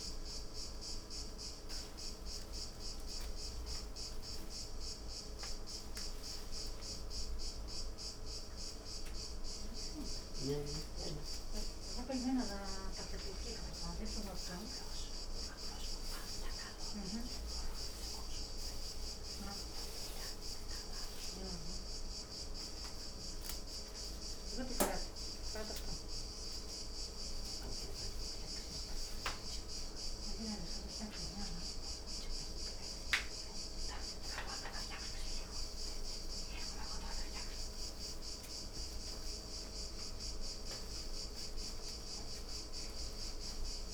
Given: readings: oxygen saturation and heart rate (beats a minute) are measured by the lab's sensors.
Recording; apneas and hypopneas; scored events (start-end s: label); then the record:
a person awake in a sleep study, by a room microphone; none
none scored
From the record:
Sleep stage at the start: awake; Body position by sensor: upright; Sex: female